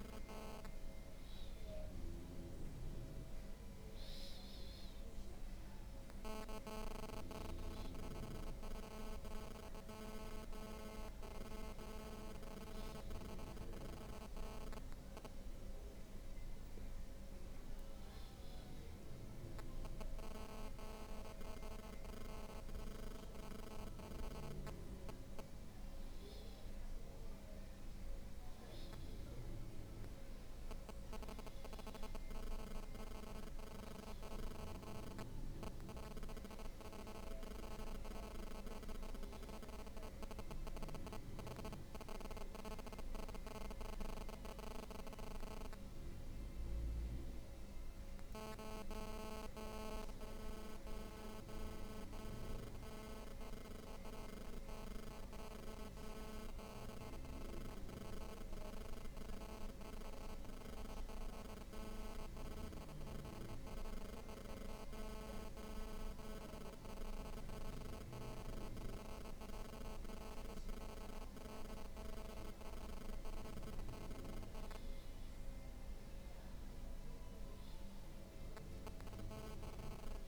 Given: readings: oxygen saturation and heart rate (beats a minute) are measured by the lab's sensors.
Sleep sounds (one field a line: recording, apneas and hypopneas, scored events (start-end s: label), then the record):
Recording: breathing in sleep by a room microphone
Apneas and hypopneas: none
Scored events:
none scored
From the record:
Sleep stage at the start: N2 (light sleep)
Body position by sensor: on the back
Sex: female